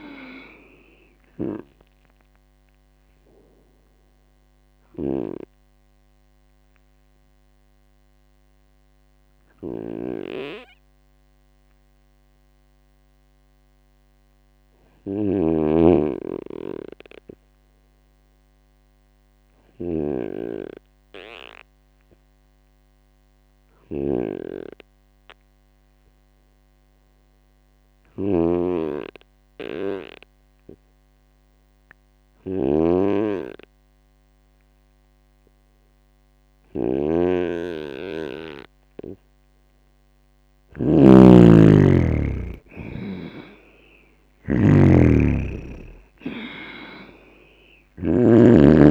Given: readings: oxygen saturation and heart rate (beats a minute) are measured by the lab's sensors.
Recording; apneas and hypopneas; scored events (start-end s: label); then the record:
breathing in sleep by a microphone on the trachea; 1
5.00-41.00 s: snoring (device-marked)
6.00-38.00 s: obstructive apnea (oxygen 98% before, 92% lowest, heart rate 70 before, 63 extreme, up 6 after)
19.00-26.00 s: oxygen desaturation (device-marked, oxygen 97% before, 94% lowest, heart rate 69 before, 63 extreme)
41.00-45.00 s: arousal
From the record:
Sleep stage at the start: N2 (light sleep); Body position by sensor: on the right side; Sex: male